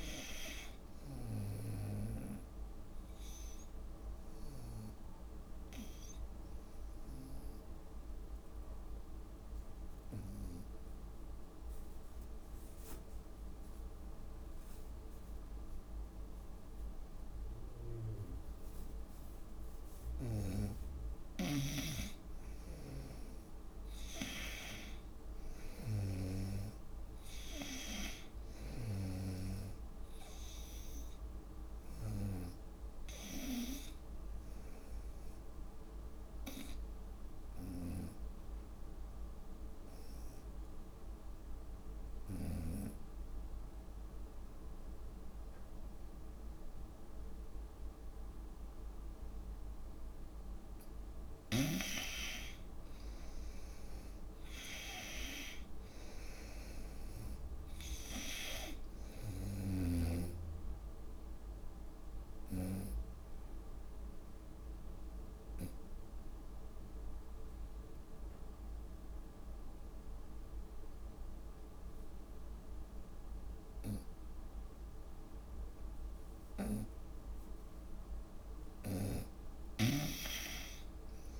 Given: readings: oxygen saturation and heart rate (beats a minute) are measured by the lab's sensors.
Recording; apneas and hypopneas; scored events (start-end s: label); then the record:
breathing in sleep by a room microphone; 3
0.00-14.00 s: oxygen desaturation (device-marked, oxygen 87% lowest, heart rate 64 extreme)
4.50-20.00 s: obstructive apnea (oxygen 98% before, 87% lowest, heart rate 70 before, 69 extreme, up 4 after)
21.50-26.00 s: arousal
30.00-38.00 s: oxygen desaturation (device-marked, oxygen 97% before, 91% lowest, heart rate 72 before, 70 extreme)
35.00-50.00 s: obstructive apnea (oxygen 97% before, 87% lowest, heart rate 73 before, 69 extreme, up 3 after)
38.00-43.00 s: snoring (device-marked)
51.50-55.50 s: arousal
54.00-72.00 s: oxygen desaturation (device-marked, oxygen 96% before, 87% lowest, heart rate 71 before, 69 extreme)
61.00-76.50 s: obstructive apnea (oxygen 96% before, 87% lowest, heart rate 71 before, 69 extreme, up 6 after)
79.00-81.40 s: arousal
79.00-81.40 s: snoring (device-marked)
From the record:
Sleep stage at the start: N2 (light sleep); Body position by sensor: on the front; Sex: female